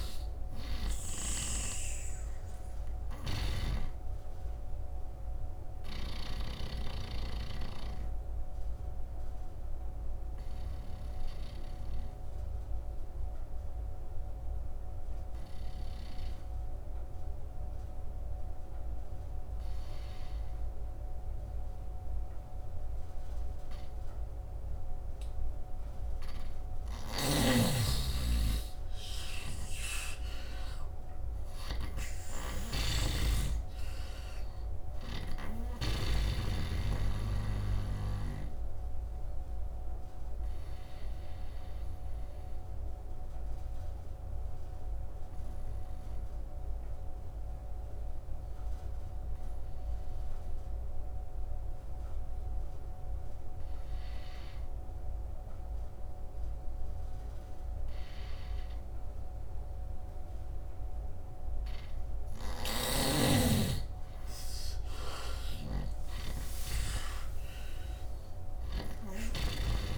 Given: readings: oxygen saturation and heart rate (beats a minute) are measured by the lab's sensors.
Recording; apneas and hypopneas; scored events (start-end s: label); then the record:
breathing in sleep by a room microphone; 2
0.00-19.00 s: oxygen desaturation (device-marked, oxygen 88% lowest, heart rate 73 extreme)
1.00-6.00 s: snoring (device-marked)
8.00-25.50 s: obstructive apnea (oxygen 100% before, 81% lowest, heart rate 74 before, 71 extreme, up 11 after)
25.00-52.00 s: oxygen desaturation (device-marked, oxygen 98% before, 81% lowest, heart rate 75 before, 62 extreme)
26.50-32.50 s: snoring (device-marked)
27.00-30.50 s: arousal
39.00-61.00 s: obstructive apnea (oxygen 98% before, 81% lowest, heart rate 78 before, 62 extreme, up 24 after)
51.00-53.00 s: long interval between heartbeats (device-marked, heart rate 77 before, 72 extreme)
63.00-69.98 s: oxygen desaturation (device-marked, oxygen 100% before, 81% lowest, heart rate 69 before, 69 extreme)
64.00-68.50 s: arousal
65.00-69.00 s: snoring (device-marked)
From the record:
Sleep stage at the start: N2 (light sleep); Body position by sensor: on the right side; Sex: male